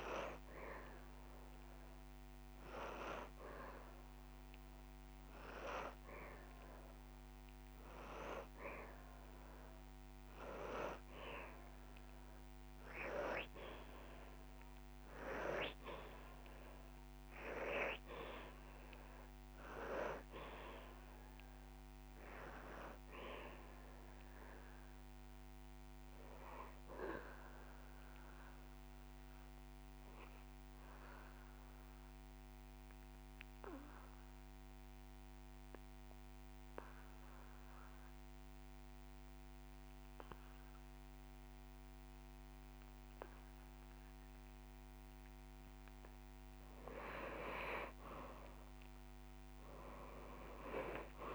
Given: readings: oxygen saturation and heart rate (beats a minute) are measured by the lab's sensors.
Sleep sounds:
breathing in sleep by a microphone on the trachea; 1
0.00-12.00 s: oxygen desaturation (device-marked, oxygen 90% lowest)
13.50-15.50 s: long interval between heartbeats (device-marked)
14.00-20.00 s: drop in pulse transit time (device-marked)
15.00-19.00 s: arousal
29.00-46.50 s: obstructive apnea (oxygen 98% before, 87% lowest)
31.00-33.00 s: long interval between heartbeats (device-marked)
32.00-41.00 s: drop in pulse transit time (device-marked)
48.00-51.00 s: arousal
From the record:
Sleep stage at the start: N2 (light sleep); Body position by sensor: on the back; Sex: male

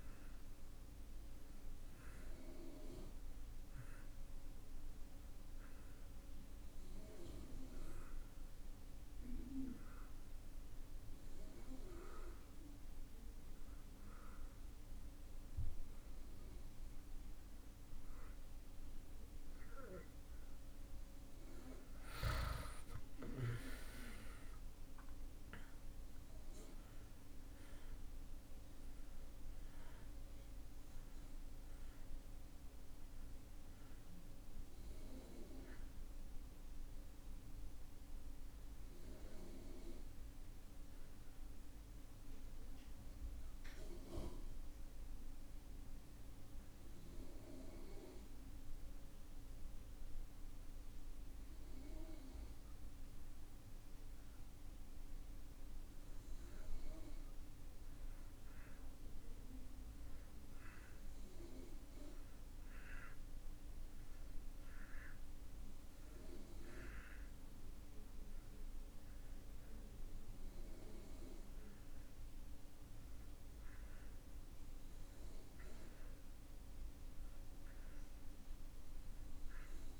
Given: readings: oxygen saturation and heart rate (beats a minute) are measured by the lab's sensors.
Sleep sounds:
breathing in sleep by a room microphone; 2
0.00-15.50 s: oxygen desaturation (device-marked, oxygen 89% lowest)
9.00-19.00 s: hypopnea (oxygen 93% before, 87% lowest)
21.50-25.00 s: arousal
35.50-57.50 s: oxygen desaturation (device-marked, oxygen 92% before, 87% lowest)
40.50-55.00 s: hypopnea (oxygen 93% before, 87% lowest)
58.00-62.50 s: arousal
66.50-80.00 s: oxygen desaturation (device-marked, oxygen 97% before, 88% lowest)
From the record:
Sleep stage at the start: N2 (light sleep); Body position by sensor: on the back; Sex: male

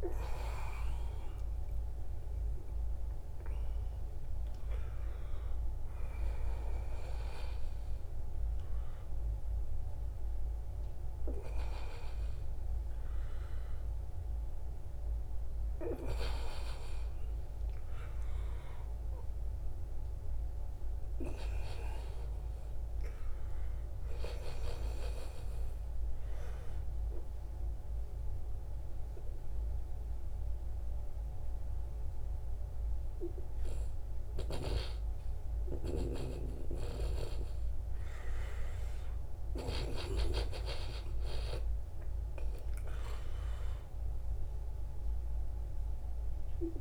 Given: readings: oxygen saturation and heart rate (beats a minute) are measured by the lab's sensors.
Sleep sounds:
a person awake in a sleep study, by a room microphone; 1
1.50-3.50 s: long interval between heartbeats (device-marked, heart rate 101 before, 108 extreme)
27.00-37.50 s: obstructive apnea (oxygen 96% before, 89% lowest, heart rate 94 before, 89 extreme, up 4 after)
27.00-46.81 s: new sleep stage, N1 (lightest sleep)
39.00-43.50 s: arousal
From the record:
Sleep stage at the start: awake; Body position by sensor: on the back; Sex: male

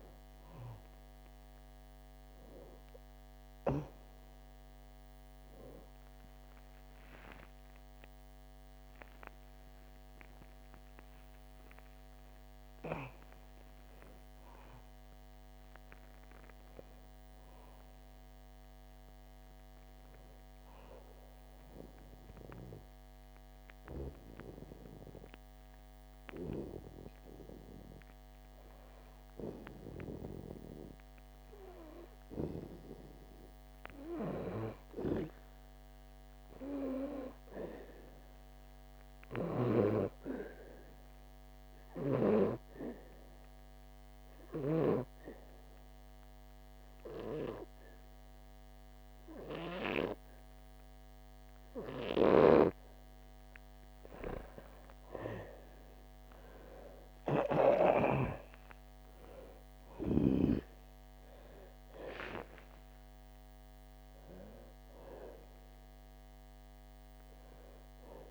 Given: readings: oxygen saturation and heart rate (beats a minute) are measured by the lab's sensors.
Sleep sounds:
breathing in sleep by a microphone on the trachea; 2
0.00-26.00 s: oxygen desaturation (device-marked, oxygen 88% lowest, heart rate 65 extreme)
7.50-13.50 s: arousal
22.00-32.00 s: obstructive apnea (oxygen 97% before, 89% lowest, heart rate 106 before, 65 extreme, up 34 after)
34.00-38.00 s: arousal
39.00-55.00 s: oxygen desaturation (device-marked, oxygen 98% before, 92% lowest, heart rate 71 before, 59 extreme)
41.00-53.50 s: obstructive apnea (oxygen 99% before, 87% lowest, heart rate 73 before, 59 extreme, up 31 after)
57.50-62.50 s: arousal
63.00-68.31 s: oxygen desaturation (device-marked, oxygen 95% before, 89% lowest, heart rate 86 before, 59 extreme)
From the record:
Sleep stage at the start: N2 (light sleep); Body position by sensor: on the back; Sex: female

